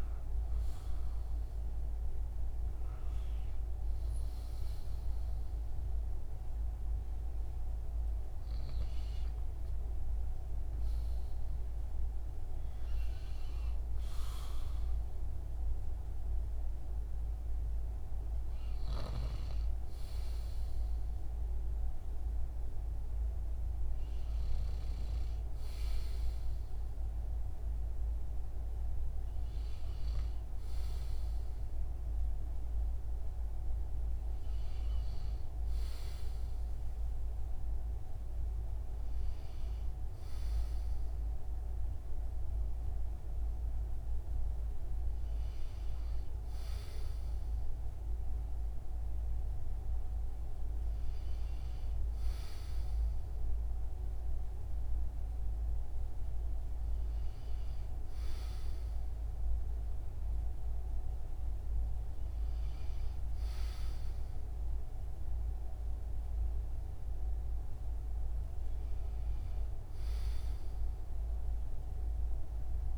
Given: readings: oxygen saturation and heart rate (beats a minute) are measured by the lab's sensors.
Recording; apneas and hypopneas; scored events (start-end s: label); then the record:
a person partly awake in a sleep study, hard to hear, by a room microphone; none
3.50-72.97 s: new sleep stage, N2 (light sleep)
From the record:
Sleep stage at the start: awake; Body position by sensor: on the right side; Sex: male